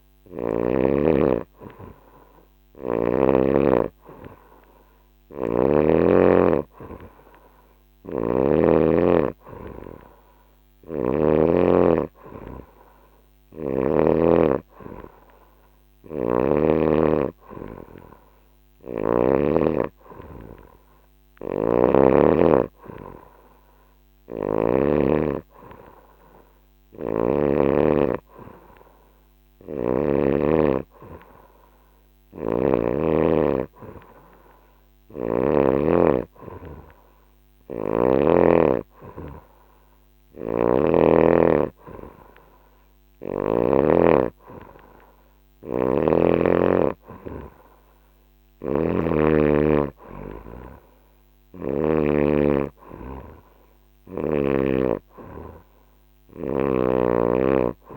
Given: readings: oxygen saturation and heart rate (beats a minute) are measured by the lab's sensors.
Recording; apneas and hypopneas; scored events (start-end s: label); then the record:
breathing in sleep by a microphone on the trachea; none
7.50-11.00 s: snoring (device-marked)
15.50-19.00 s: snoring (device-marked)
21.00-24.50 s: snoring (device-marked)
29.00-32.50 s: snoring (device-marked)
37.00-43.50 s: snoring (device-marked)
48.00-51.50 s: snoring (device-marked)
56.00-57.97 s: snoring (device-marked)
From the record:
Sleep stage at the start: N2 (light sleep); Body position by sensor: on the back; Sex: female